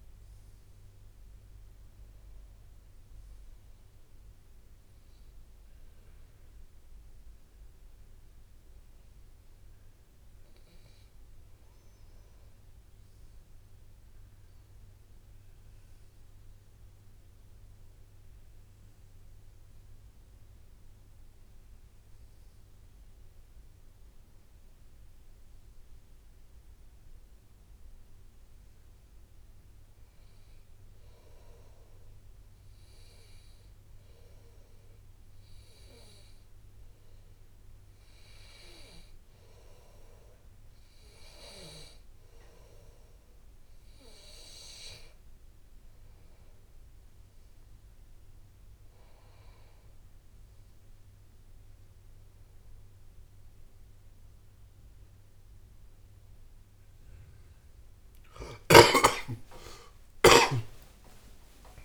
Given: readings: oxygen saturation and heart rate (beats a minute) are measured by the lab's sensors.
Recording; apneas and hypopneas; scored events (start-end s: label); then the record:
breathing in sleep by a room microphone; 2
4.50-15.00 s: hypopnea (oxygen 98% before, 93% lowest, heart rate 82 before, 63 extreme, up 4 after)
17.00-21.00 s: arousal
19.50-32.50 s: oxygen desaturation (device-marked, oxygen 99% before, 93% lowest, heart rate 64 before, 61 extreme)
31.50-45.50 s: hypopnea (oxygen 99% before, 96% lowest, heart rate 66 before, 61 extreme, up 6 after)
59.00-61.85 s: arousal
60.00-61.85 s: long interval between heartbeats (device-marked, heart rate 65 before, 77 extreme)
From the record:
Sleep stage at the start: N2 (light sleep); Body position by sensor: on the back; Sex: male